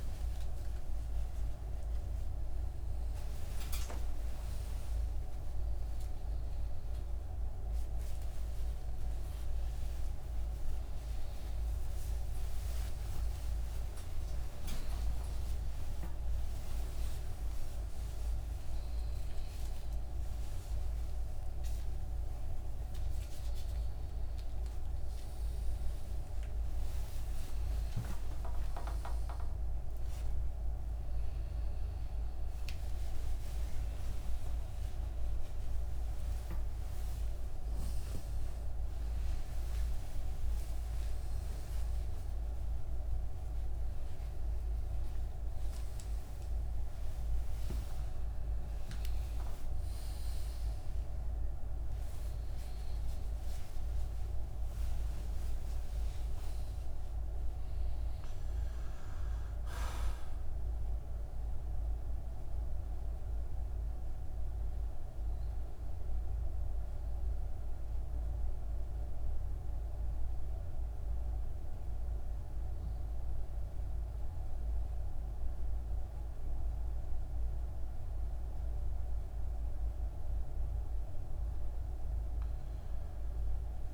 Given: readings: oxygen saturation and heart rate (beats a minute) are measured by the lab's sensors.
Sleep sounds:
a person awake in a sleep study, hard to hear, by a room microphone; none
none scored
From the record:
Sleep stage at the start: awake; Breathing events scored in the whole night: 253 in 7.0 hours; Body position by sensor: on the left side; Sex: male

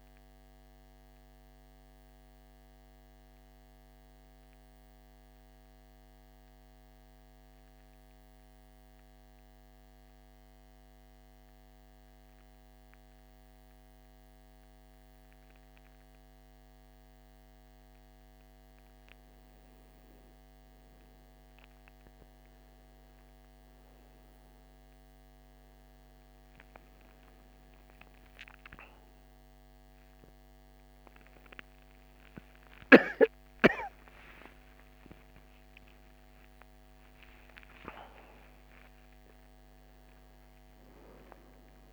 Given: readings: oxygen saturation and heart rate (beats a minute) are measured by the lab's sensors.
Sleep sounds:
breathing in sleep by a microphone on the trachea; 1
0.00-3.50 s: oxygen desaturation (device-marked, oxygen 81% lowest, heart rate 53 extreme)
6.50-17.50 s: central apnea (oxygen 100% before, 92% lowest, heart rate 67 before, 53 extreme, up 8 after)
23.50-41.92 s: oxygen desaturation (device-marked, oxygen 99% before, 92% lowest, heart rate 55 before, 56 extreme)
39.50-41.92 s: new sleep stage, awake
From the record:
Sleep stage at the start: N1 (lightest sleep); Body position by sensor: on the back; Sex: male

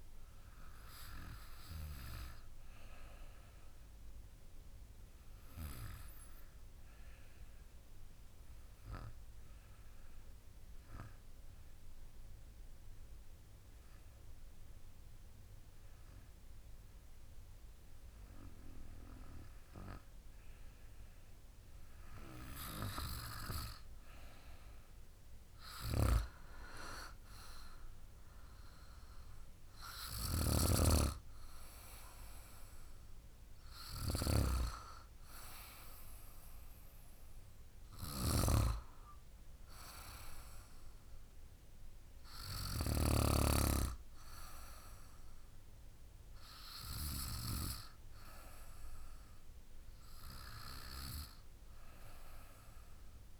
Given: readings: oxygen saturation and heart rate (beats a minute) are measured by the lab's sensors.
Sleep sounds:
breathing in sleep by a room microphone; 1
6.50-23.00 s: obstructive apnea (oxygen 97% before, 90% lowest, heart rate 53 before, 52 extreme, up 9 after)
22.50-48.50 s: oxygen desaturation (device-marked, oxygen 96% before, 90% lowest, heart rate 53 before, 51 extreme)
26.00-30.00 s: arousal
30.00-43.00 s: snoring (device-marked)
From the record:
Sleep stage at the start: N2 (light sleep); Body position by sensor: on the back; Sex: female

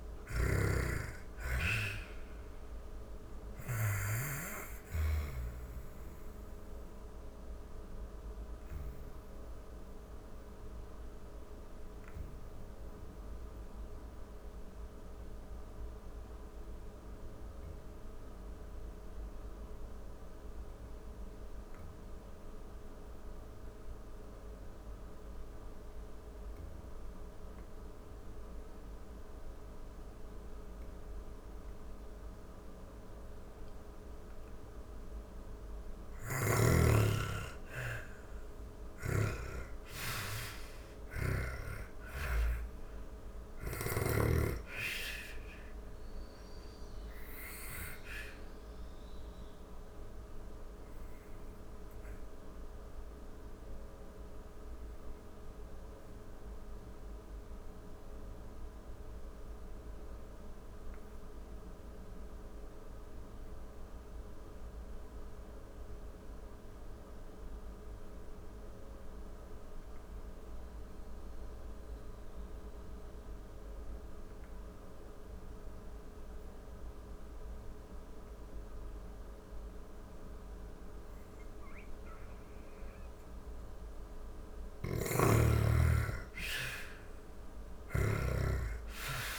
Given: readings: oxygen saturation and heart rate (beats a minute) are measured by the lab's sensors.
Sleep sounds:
breathing in sleep by a room microphone; 2
0.00-3.00 s: snoring (device-marked)
0.00-16.50 s: oxygen desaturation (device-marked, oxygen 82% lowest, heart rate 27 extreme)
6.50-34.00 s: obstructive apnea (oxygen 98% before, 82% lowest)
33.50-57.50 s: oxygen desaturation (device-marked, oxygen 98% before, 86% lowest)
34.50-42.50 s: snoring (device-marked)
36.00-40.50 s: arousal
45.00-82.00 s: obstructive apnea (oxygen 98% before, 80% lowest)
74.50-89.39 s: oxygen desaturation (device-marked, oxygen 98% before, 80% lowest)
83.00-86.50 s: snoring (device-marked)
84.50-88.50 s: arousal
From the record:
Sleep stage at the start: N2 (light sleep); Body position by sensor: on the back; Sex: female

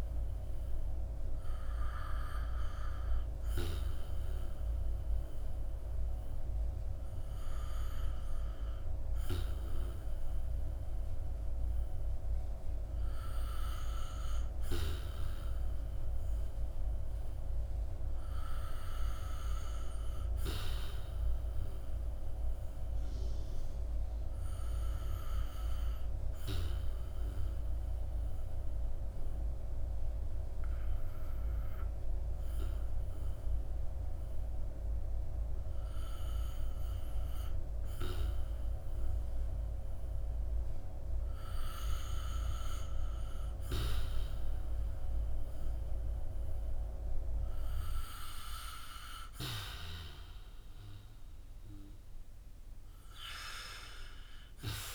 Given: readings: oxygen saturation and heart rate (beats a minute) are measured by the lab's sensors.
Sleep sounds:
breathing in sleep by a room microphone; 1
0.00-23.50 s: oxygen desaturation (device-marked, oxygen 77% lowest, heart rate 54 extreme)
21.00-41.50 s: obstructive apnea (oxygen 83% before, 81% lowest, heart rate 62 before, 54 extreme, up 6 after)
44.00-49.00 s: arousal
53.50-54.95 s: oxygen desaturation (device-marked, oxygen 89% before, 83% lowest, heart rate 62 before, 54 extreme)
From the record:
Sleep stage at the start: REM sleep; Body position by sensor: on the back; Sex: male

